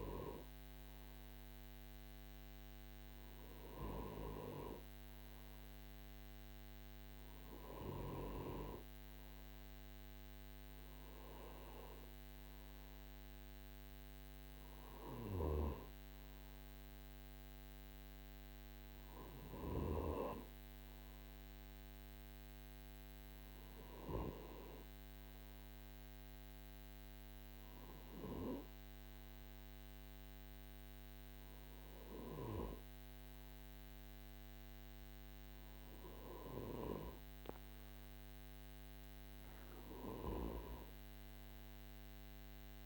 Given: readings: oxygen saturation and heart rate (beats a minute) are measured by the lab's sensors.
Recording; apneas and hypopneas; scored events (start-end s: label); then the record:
breathing in sleep by a microphone on the trachea; none
none scored
From the record:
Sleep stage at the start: N2 (light sleep); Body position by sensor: on the right side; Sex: male